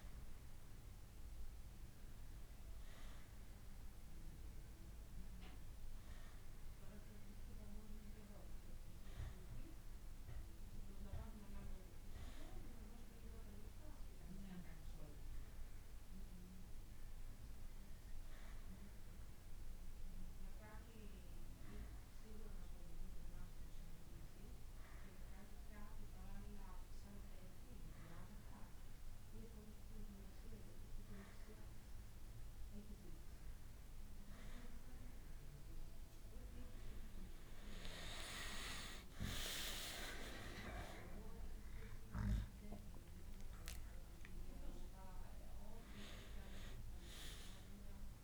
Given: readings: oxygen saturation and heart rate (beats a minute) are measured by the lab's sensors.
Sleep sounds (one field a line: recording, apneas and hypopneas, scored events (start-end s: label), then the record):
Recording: breathing in sleep by a room microphone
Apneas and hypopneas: none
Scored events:
none scored
From the record:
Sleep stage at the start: N1 (lightest sleep)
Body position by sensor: on the back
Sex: male